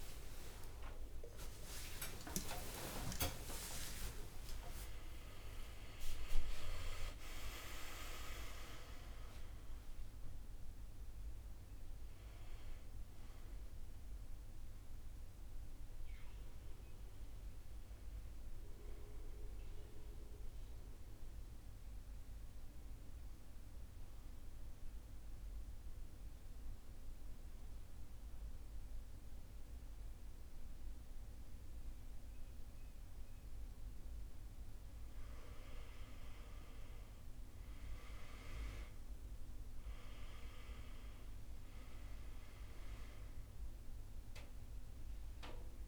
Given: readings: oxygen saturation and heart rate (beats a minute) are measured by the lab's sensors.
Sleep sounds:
breathing in sleep by a room microphone; 1
0.00-11.00 s: oxygen desaturation (device-marked, oxygen 88% lowest, heart rate 54 extreme)
1.00-7.50 s: arousal
19.00-33.00 s: central apnea (oxygen 99% before, 87% lowest, heart rate 84 before, 53 extreme, up 3 after)
26.00-45.88 s: new sleep stage, N2 (light sleep)
35.00-39.50 s: arousal
39.00-45.88 s: oxygen desaturation (device-marked, oxygen 99% before, 87% lowest, heart rate 58 before, 53 extreme)
From the record:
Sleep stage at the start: N1 (lightest sleep); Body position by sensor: on the right side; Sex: male

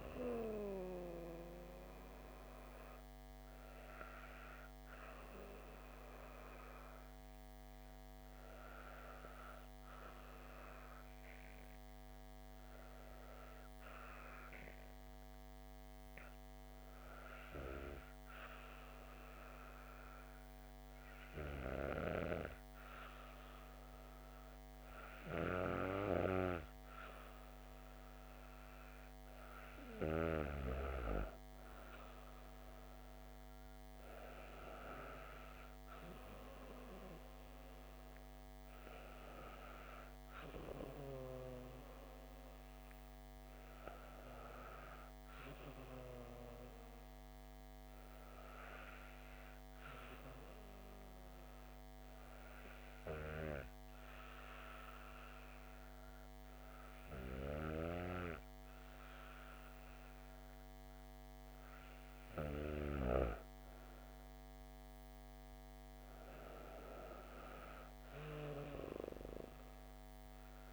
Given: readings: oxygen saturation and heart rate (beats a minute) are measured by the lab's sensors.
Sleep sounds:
breathing in sleep by a microphone on the trachea; 2
7.50-24.00 s: hypopnea (oxygen 95% before, 93% lowest, heart rate 39 before, 63 extreme, up 40 after)
25.00-27.50 s: arousal
48.50-59.50 s: hypopnea (oxygen 96% before, 93% lowest)
62.00-65.50 s: arousal
From the record:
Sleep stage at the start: N2 (light sleep); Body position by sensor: on the back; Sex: female

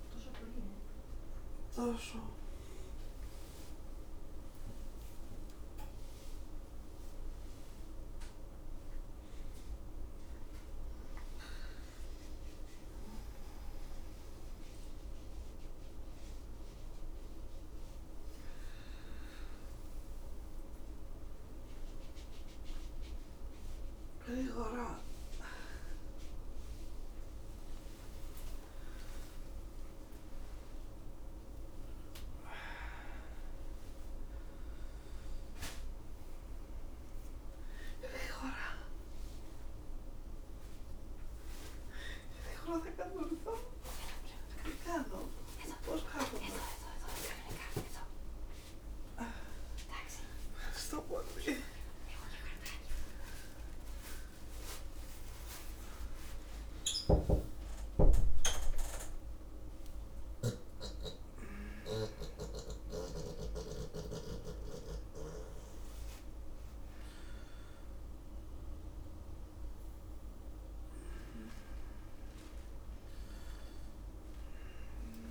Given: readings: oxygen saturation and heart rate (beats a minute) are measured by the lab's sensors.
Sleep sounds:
a person awake in a sleep study, by a room microphone; none
none scored
From the record:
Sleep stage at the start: awake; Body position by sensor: upright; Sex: female

